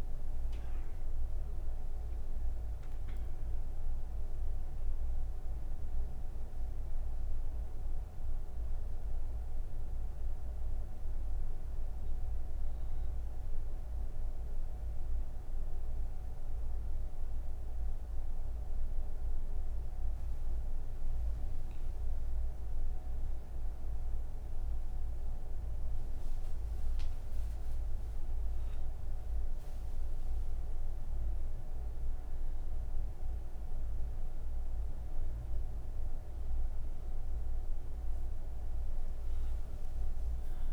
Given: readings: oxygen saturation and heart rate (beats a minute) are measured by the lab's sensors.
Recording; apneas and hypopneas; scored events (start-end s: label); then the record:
breathing in sleep, hard to hear, by a room microphone; none
none scored
From the record:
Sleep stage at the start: N1 (lightest sleep); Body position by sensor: on the right side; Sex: female